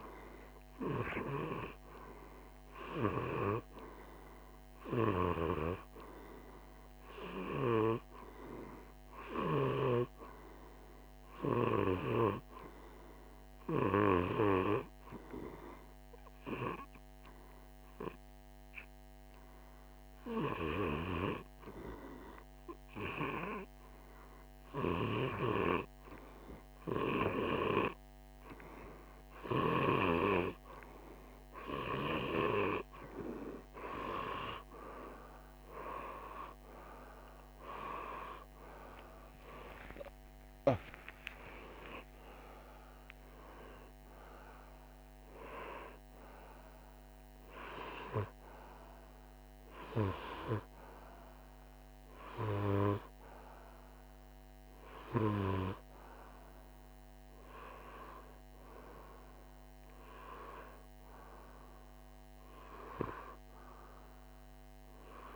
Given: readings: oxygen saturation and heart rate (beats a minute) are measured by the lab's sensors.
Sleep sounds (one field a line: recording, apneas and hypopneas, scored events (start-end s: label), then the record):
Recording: breathing in sleep by a microphone on the trachea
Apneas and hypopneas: 1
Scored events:
3.50-8.50 s: oxygen desaturation (device-marked, oxygen 99% before, 96% lowest, heart rate 57 before, 54 extreme)
15.00-29.50 s: hypopnea (oxygen 99% before, 94% lowest, heart rate 54 before, 54 extreme, up 0 after)
31.50-42.50 s: oxygen desaturation (device-marked, oxygen 99% before, 94% lowest, heart rate 54 before, 53 extreme)
34.00-39.00 s: arousal
44.50-50.50 s: oxygen desaturation (device-marked, oxygen 98% before, 95% lowest, heart rate 59 before, 52 extreme)
From the record:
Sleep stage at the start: REM sleep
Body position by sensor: on the right side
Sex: male